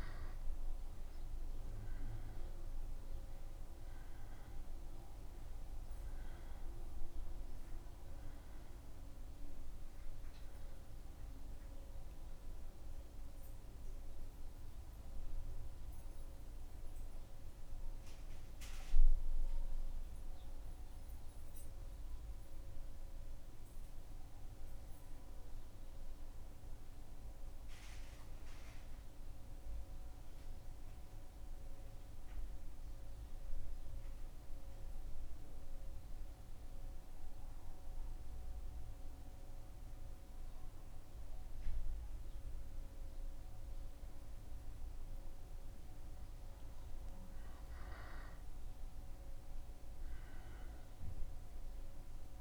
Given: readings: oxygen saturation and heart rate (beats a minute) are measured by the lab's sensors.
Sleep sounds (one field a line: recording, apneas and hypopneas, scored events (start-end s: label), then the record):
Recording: breathing in sleep, hard to hear, by a room microphone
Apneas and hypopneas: 1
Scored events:
16.00-19.00 s: arousal
22.50-44.50 s: mixed apnea (oxygen 97% before, 94% lowest, heart rate 76 before, 74 extreme, up 1 after)
46.50-50.50 s: arousal
From the record:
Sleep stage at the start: N2 (light sleep)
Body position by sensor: on the back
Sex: male